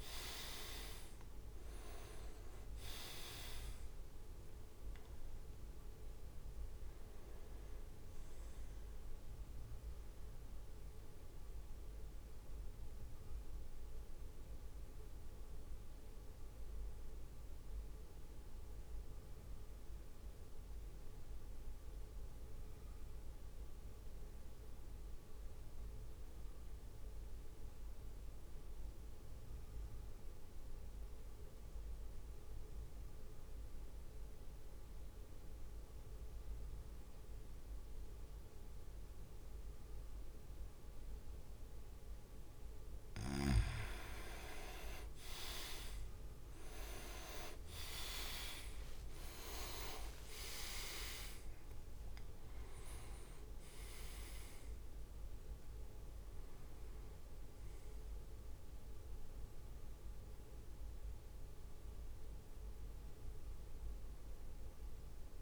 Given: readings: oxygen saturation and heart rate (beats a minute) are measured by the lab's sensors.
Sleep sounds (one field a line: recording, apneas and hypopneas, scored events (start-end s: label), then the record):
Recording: breathing in sleep by a room microphone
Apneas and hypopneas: 1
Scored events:
2.00-15.00 s: drop in pulse transit time (device-marked, heart rate 55 before, 52 extreme)
10.50-43.00 s: mixed apnea (oxygen 99% before, 92% lowest, heart rate 57 before, 49 extreme, up 5 after)
42.00-61.00 s: oxygen desaturation (device-marked, oxygen 100% before, 95% lowest, heart rate 55 before, 52 extreme)
45.50-49.00 s: arousal
46.50-54.00 s: leg movement (device-marked)
50.00-62.00 s: drop in pulse transit time (device-marked, heart rate 55 before, 54 extreme)
From the record:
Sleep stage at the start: N2 (light sleep)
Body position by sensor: on the back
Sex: male